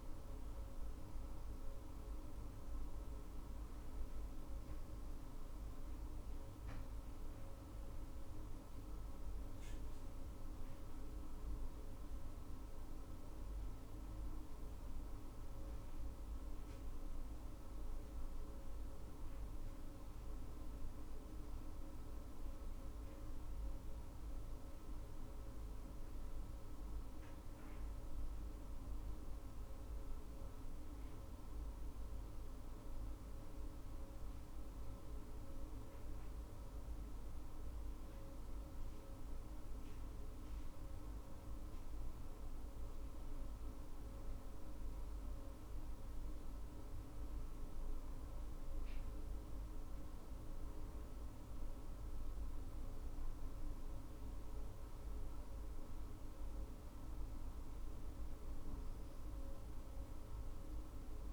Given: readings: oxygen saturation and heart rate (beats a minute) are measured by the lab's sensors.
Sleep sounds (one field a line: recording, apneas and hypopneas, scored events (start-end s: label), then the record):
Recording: breathing in sleep, hard to hear, by a room microphone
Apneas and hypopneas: none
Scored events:
5.00-9.00 s: arousal
From the record:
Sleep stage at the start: N2 (light sleep)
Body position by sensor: on the right side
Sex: female